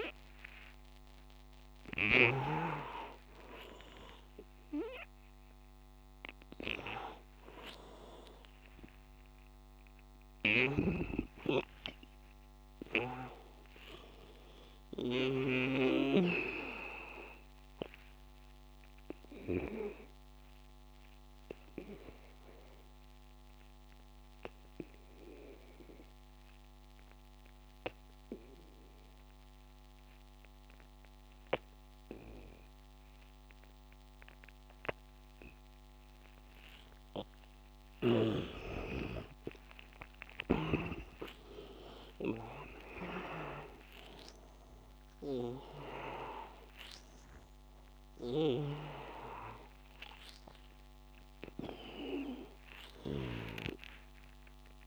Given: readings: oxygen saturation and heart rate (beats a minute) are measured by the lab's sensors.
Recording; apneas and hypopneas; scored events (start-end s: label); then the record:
breathing in sleep by a microphone on the trachea; 1
0.00-2.50 s: snoring (device-marked)
0.00-8.50 s: oxygen desaturation (device-marked, oxygen 87% lowest, heart rate 82 extreme)
10.50-15.50 s: snoring (device-marked)
13.50-17.00 s: arousal
18.50-38.00 s: obstructive apnea (oxygen 100% before, 83% lowest, heart rate 101 before, 82 extreme, up 14 after)
32.50-54.86 s: oxygen desaturation (device-marked, oxygen 98% before, 83% lowest, heart rate 93 before, 84 extreme)
40.50-44.00 s: arousal
48.00-53.50 s: snoring (device-marked)
From the record:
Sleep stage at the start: N2 (light sleep); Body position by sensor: on the back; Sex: male